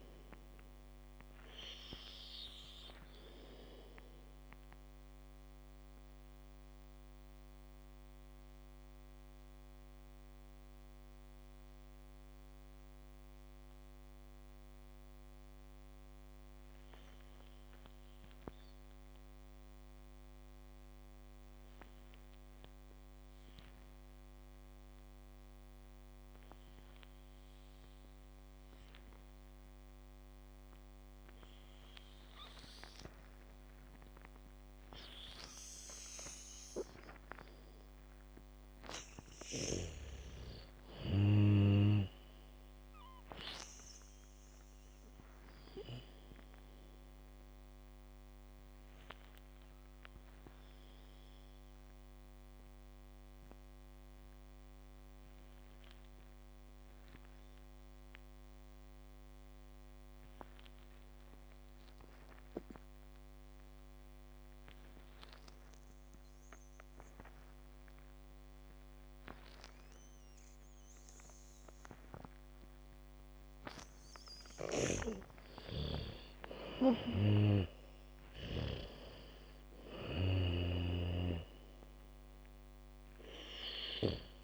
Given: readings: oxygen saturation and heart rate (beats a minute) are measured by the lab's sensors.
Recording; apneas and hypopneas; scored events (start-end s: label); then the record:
breathing in sleep by a microphone on the trachea; 2
0.00-20.00 s: oxygen desaturation (device-marked, oxygen 79% lowest, heart rate 37 extreme)
3.50-38.50 s: mixed apnea (oxygen 99% before, 79% lowest, heart rate 57 before, 58 extreme, up 21 after)
30.00-33.00 s: bradycardia (device-marked, heart rate 70 before, 60 extreme)
32.00-67.00 s: oxygen desaturation (device-marked, oxygen 98% before, 82% lowest, heart rate 73 before, 34 extreme)
40.00-44.00 s: arousal
47.00-71.50 s: obstructive apnea (oxygen 99% before, 79% lowest, heart rate 65 before, 34 extreme, up 3 after)
62.00-81.00 s: bradycardia (device-marked, heart rate 70 before, 35 extreme)
74.00-79.00 s: arousal
77.00-84.44 s: oxygen desaturation (device-marked, oxygen 97% before, 79% lowest, heart rate 62 before, 47 extreme)
From the record:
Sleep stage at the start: N2 (light sleep); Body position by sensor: on the back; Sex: female